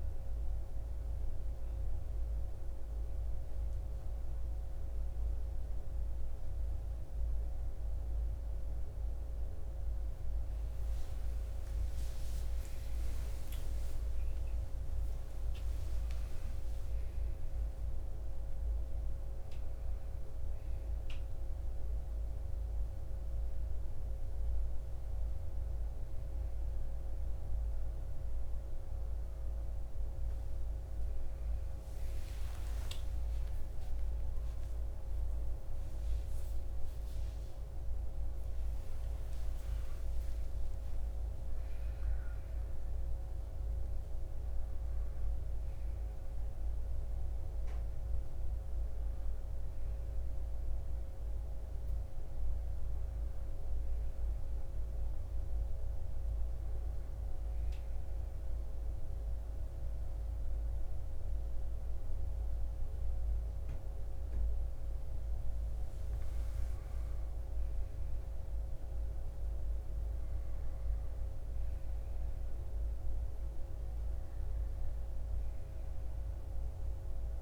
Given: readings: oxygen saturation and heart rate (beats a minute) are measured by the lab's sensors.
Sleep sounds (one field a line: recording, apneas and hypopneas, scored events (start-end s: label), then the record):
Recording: a person partly awake in a sleep study, hard to hear, by a room microphone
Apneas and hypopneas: 1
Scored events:
9.50-39.50 s: new sleep stage, awake
39.50-77.42 s: new sleep stage, N1 (lightest sleep)
58.00-68.00 s: mixed apnea (oxygen 95% before, 92% lowest, heart rate 70 before, 61 extreme, up 4 after)
69.50-73.50 s: arousal
73.50-77.42 s: oxygen desaturation (device-marked, oxygen 95% before, 92% lowest, heart rate 63 before, 62 extreme)
From the record:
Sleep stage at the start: N1 (lightest sleep)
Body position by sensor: on the right side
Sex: male